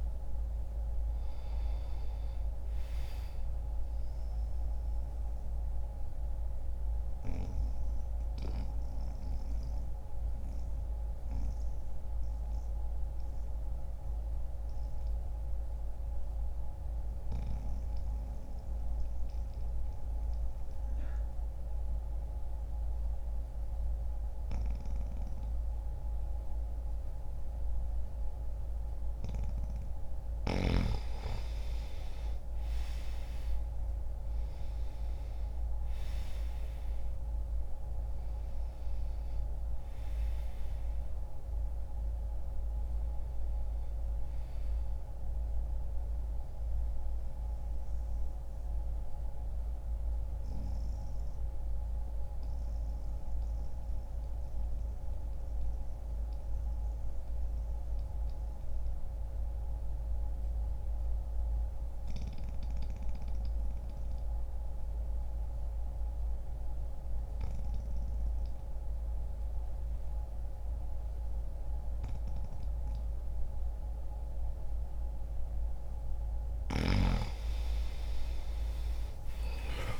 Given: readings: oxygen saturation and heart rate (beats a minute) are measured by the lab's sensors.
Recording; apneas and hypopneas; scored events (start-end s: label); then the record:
breathing in sleep, hard to hear, by a room microphone; 2
5.50-28.00 s: mixed apnea (oxygen 96% before, 91% lowest, heart rate 62 before, 59 extreme, up 1 after)
16.00-28.00 s: oxygen desaturation (device-marked, oxygen 94% before, 91% lowest, heart rate 61 before, 59 extreme)
30.50-35.50 s: arousal
39.00-52.00 s: oxygen desaturation (device-marked, oxygen 96% before, 92% lowest, heart rate 62 before, 59 extreme)
45.00-74.50 s: mixed apnea (oxygen 96% before, 91% lowest, heart rate 61 before, 60 extreme, up 14 after)
57.00-63.00 s: oxygen desaturation (device-marked, oxygen 94% before, 91% lowest, heart rate 60 before, 61 extreme)
78.00-80.00 s: new sleep stage, awake
From the record:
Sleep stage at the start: N2 (light sleep); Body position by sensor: on the back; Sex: male